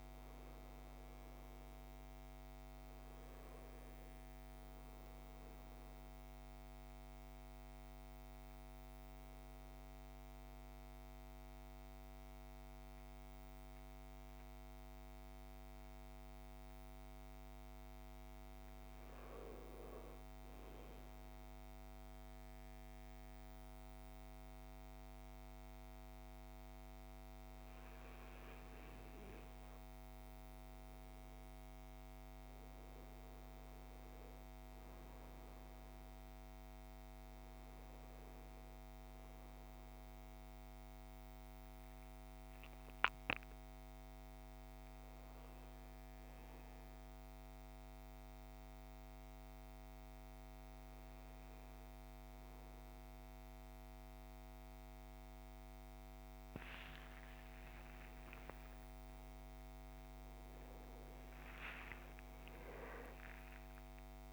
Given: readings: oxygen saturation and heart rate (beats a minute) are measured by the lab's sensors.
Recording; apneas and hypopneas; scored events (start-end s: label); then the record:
a person partly awake in a sleep study, hard to hear, by a microphone on the trachea; 1
0.00-1.50 s: arousal
0.00-11.00 s: oxygen desaturation (device-marked, oxygen 91% lowest, heart rate 55 extreme)
20.50-31.50 s: mixed apnea (oxygen 100% before, 94% lowest, heart rate 61 before, 55 extreme, up 6 after)
48.00-64.32 s: new sleep stage, awake
From the record:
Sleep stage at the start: N2 (light sleep); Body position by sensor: on the back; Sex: male